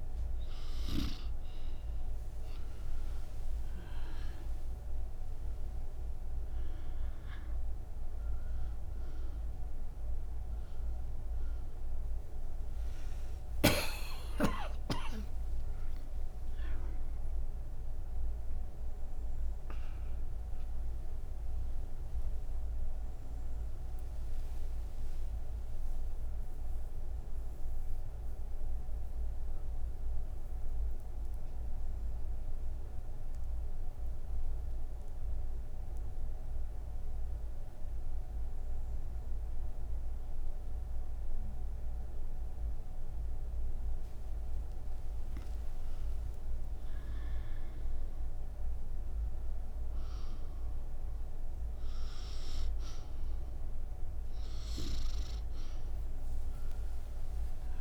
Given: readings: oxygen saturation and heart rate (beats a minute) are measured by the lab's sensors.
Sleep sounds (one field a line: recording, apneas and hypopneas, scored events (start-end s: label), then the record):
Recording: breathing in sleep, hard to hear, by a room microphone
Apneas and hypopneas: 1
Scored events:
10.50-43.50 s: oxygen desaturation (device-marked, oxygen 96% before, 90% lowest, heart rate 60 before, 52 extreme)
31.00-46.00 s: obstructive apnea (oxygen 96% before, 91% lowest, heart rate 63 before, 56 extreme, up 12 after)
From the record:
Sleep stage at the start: N3 (deep sleep)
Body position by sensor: on the right side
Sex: female